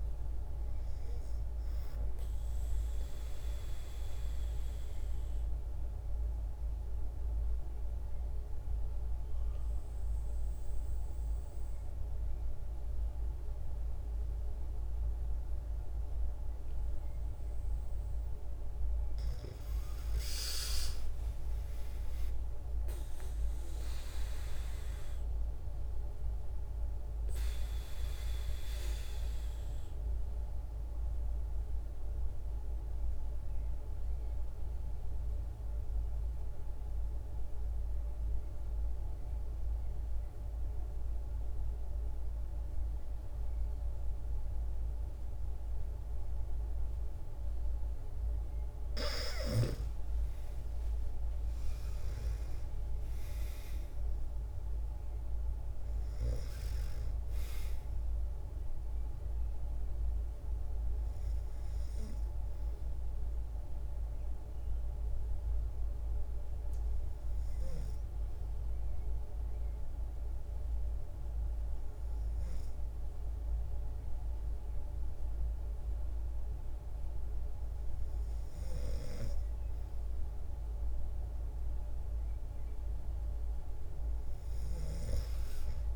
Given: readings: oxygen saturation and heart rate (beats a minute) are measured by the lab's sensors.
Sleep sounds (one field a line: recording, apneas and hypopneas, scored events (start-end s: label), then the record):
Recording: breathing in sleep, hard to hear, by a room microphone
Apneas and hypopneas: 3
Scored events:
2.50-16.50 s: obstructive apnea (oxygen 96% before, 92% lowest, heart rate 121 before, 46 extreme)
19.00-23.00 s: arousal
25.50-47.50 s: obstructive apnea (oxygen 97% before, 92% lowest, heart rate 109 before, 92 extreme, up 4 after)
26.00-42.00 s: oxygen desaturation (device-marked, oxygen 97% before, 92% lowest, heart rate 109 before, 92 extreme)
49.00-53.00 s: arousal
50.00-74.00 s: oxygen desaturation (device-marked, oxygen 98% before, 92% lowest, heart rate 139 before, 43 extreme)
64.00-81.00 s: hypopnea (oxygen 98% before, 92% lowest, heart rate 121 before, 43 extreme, up 43 after)
83.00-85.96 s: arousal
84.00-85.96 s: snoring (device-marked)
From the record:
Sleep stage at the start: N2 (light sleep)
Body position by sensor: on the back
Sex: female